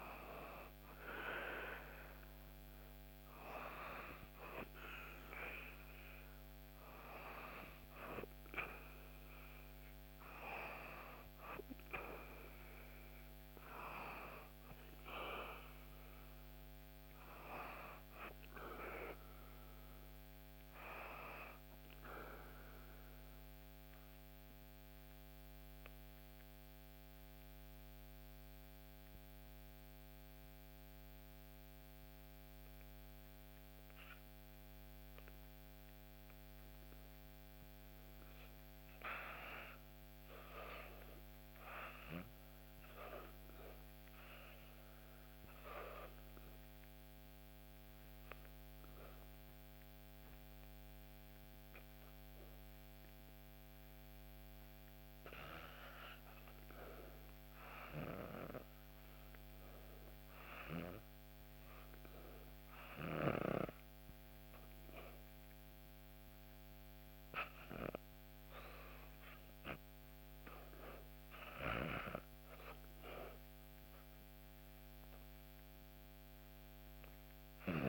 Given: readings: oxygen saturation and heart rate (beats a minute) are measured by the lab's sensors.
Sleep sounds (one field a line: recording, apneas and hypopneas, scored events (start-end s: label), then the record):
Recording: breathing in sleep by a microphone on the trachea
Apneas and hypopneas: 2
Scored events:
0.00-10.50 s: oxygen desaturation (device-marked, oxygen 87% lowest, heart rate 67 extreme)
15.50-20.50 s: arousal
23.50-36.00 s: obstructive apnea (oxygen 97% before, 87% lowest, heart rate 73 before, 67 extreme, up 0 after)
37.50-41.00 s: arousal
43.50-56.00 s: obstructive apnea (oxygen 97% before, 80% lowest, heart rate 68 before, 67 extreme, up 2 after)
43.50-77.88 s: oxygen desaturation (device-marked, oxygen 96% before, 87% lowest, heart rate 68 before, 67 extreme)
57.50-61.00 s: arousal
From the record:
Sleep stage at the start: REM sleep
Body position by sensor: on the back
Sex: female